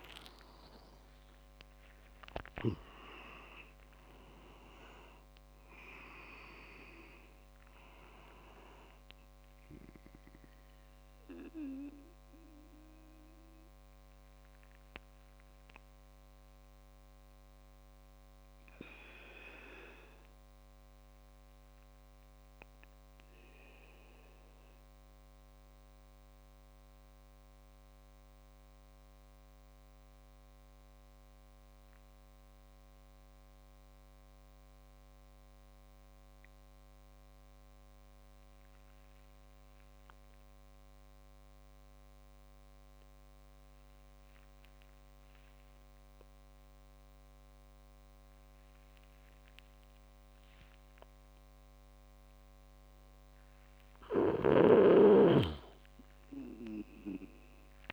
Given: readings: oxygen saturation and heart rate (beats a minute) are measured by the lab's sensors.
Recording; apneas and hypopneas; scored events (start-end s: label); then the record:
breathing in sleep by a microphone on the trachea; 1
0.00-2.00 s: arousal
0.00-14.50 s: oxygen desaturation (device-marked, oxygen 94% lowest, heart rate 59 extreme)
1.00-3.50 s: leg movement (device-marked)
10.50-52.50 s: obstructive apnea (oxygen 99% before, 95% lowest, heart rate 83 before, 57 extreme)
53.50-57.93 s: arousal
54.00-57.93 s: snoring (device-marked)
From the record:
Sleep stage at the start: N2 (light sleep); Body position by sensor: on the back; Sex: male